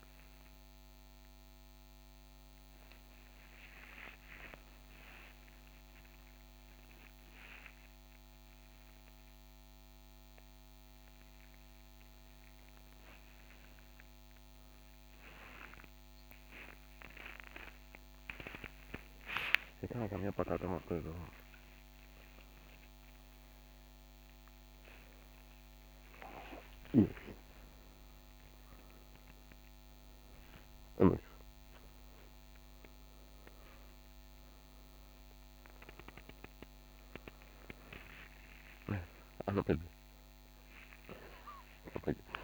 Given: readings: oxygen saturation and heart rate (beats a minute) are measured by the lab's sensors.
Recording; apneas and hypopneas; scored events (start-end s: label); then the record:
a person awake in a sleep study, by a microphone on the trachea; none
none scored
From the record:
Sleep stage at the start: awake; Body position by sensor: on the right side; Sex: male